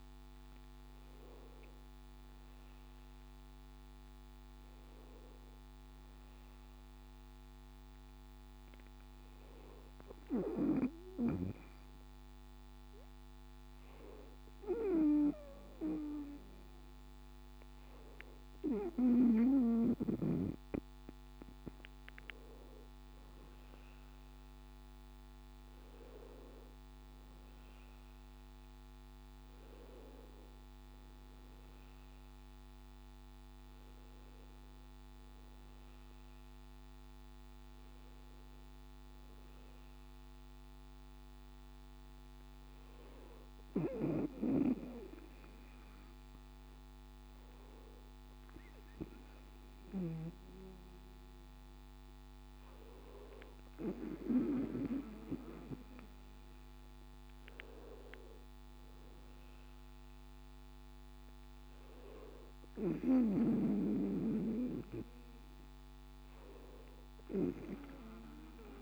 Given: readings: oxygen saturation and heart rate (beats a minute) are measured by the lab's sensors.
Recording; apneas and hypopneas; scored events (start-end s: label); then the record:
breathing in sleep by a microphone on the trachea; none
none scored
From the record:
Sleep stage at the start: N2 (light sleep); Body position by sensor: on the back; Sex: male